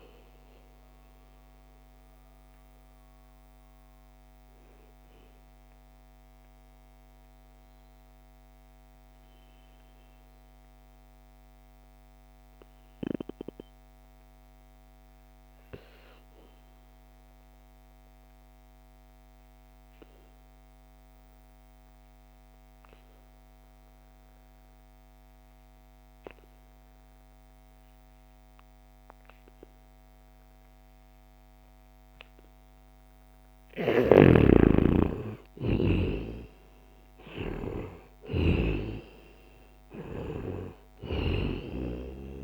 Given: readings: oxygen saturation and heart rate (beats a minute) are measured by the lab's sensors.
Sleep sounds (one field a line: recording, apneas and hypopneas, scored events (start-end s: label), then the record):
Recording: breathing in sleep by a microphone on the trachea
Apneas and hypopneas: 1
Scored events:
0.00-15.50 s: oxygen desaturation (device-marked, oxygen 85% lowest, heart rate 57 extreme)
1.00-32.50 s: obstructive apnea (oxygen 95% before, 85% lowest, heart rate 68 before, 64 extreme, up 5 after)
27.50-29.50 s: long interval between heartbeats (device-marked, heart rate 70 before, 68 extreme)
30.50-42.44 s: oxygen desaturation (device-marked, oxygen 97% before, 88% lowest, heart rate 69 before, 60 extreme)
33.00-38.00 s: snoring (device-marked)
34.50-39.50 s: arousal
From the record:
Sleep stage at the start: N2 (light sleep)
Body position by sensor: on the back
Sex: male